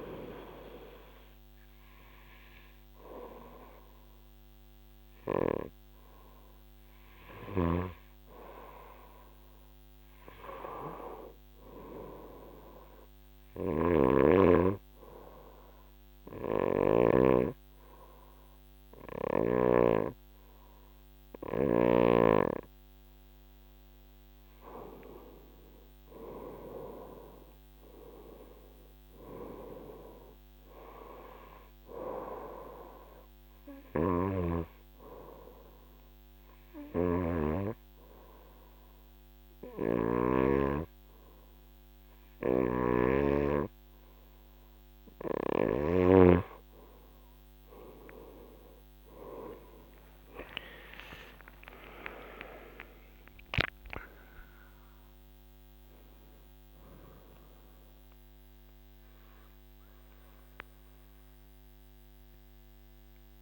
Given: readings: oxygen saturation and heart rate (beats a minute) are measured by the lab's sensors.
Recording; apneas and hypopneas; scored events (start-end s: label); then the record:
breathing in sleep by a microphone on the trachea; 2
0.00-6.00 s: oxygen desaturation (device-marked, oxygen 89% lowest, heart rate 66 extreme)
13.50-17.00 s: snoring (device-marked)
15.00-25.00 s: obstructive apnea (oxygen 96% before, 90% lowest, heart rate 76 before, 70 extreme, up 4 after)
26.50-30.50 s: arousal
32.00-40.00 s: oxygen desaturation (device-marked, oxygen 95% before, 90% lowest, heart rate 73 before, 69 extreme)
33.50-40.00 s: snoring (device-marked)
34.00-46.00 s: hypopnea (oxygen 96% before, 90% lowest, heart rate 73 before, 69 extreme, up 33 after)
42.00-45.50 s: snoring (device-marked)
49.50-54.00 s: arousal
53.00-63.42 s: oxygen desaturation (device-marked, oxygen 96% before, 92% lowest, heart rate 76 before, 69 extreme)
From the record:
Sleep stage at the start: N2 (light sleep); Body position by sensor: on the right side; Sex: female